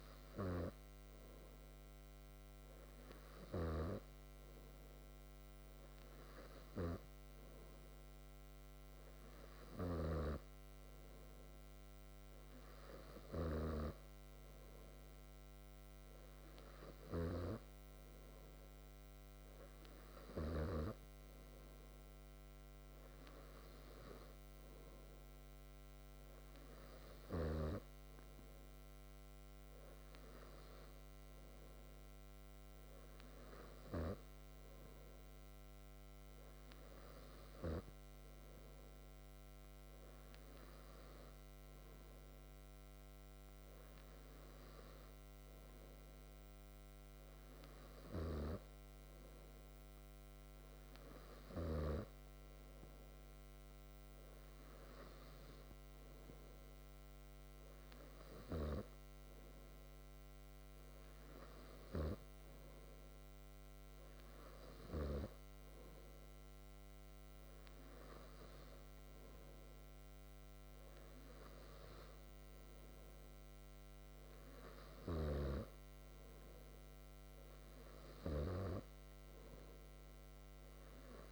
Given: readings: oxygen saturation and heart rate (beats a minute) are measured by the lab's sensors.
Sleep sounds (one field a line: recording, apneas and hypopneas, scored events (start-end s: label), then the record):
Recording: breathing in sleep by a microphone on the trachea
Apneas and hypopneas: none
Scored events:
none scored
From the record:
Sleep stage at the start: N3 (deep sleep)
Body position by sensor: on the back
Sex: male